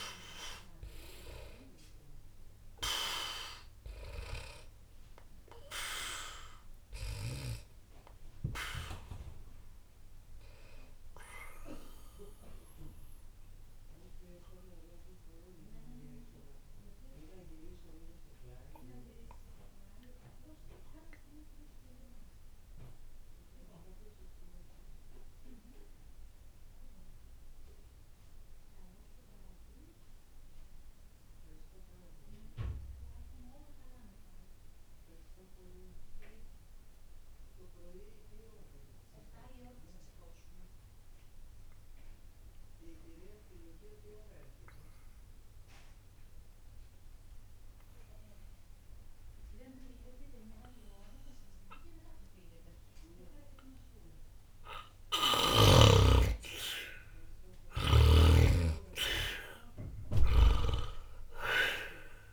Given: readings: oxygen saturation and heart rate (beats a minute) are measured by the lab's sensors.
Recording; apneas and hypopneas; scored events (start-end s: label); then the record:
breathing in sleep by a room microphone; 1
0.00-30.00 s: oxygen desaturation (device-marked, oxygen 73% lowest, heart rate 59 extreme)
14.50-55.00 s: mixed apnea (oxygen 95% before, 73% lowest, heart rate 60 before, 60 extreme, up 0 after)
46.00-62.33 s: oxygen desaturation (device-marked, oxygen 99% before, 85% lowest, heart rate 60 before, 60 extreme)
From the record:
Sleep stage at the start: N2 (light sleep); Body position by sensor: on the back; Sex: male